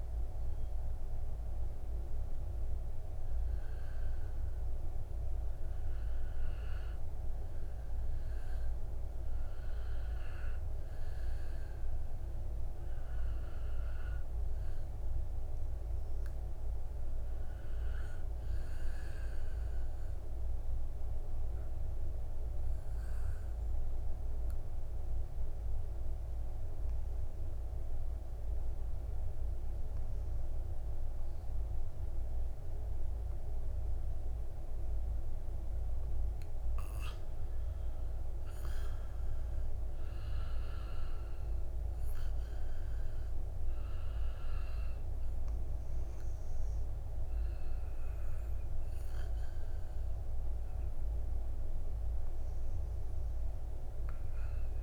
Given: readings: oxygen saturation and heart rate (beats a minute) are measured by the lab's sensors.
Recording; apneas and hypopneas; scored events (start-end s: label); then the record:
breathing in sleep, hard to hear, by a room microphone; none
0.00-2.00 s: oxygen desaturation (device-marked, oxygen 91% lowest, heart rate 58 extreme)
8.00-15.00 s: oxygen desaturation (device-marked, oxygen 99% before, 96% lowest, heart rate 60 before, 61 extreme)
41.00-54.83 s: oxygen desaturation (device-marked, oxygen 98% before, 92% lowest, heart rate 62 before, 60 extreme)
From the record:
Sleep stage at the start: REM sleep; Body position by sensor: on the back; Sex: male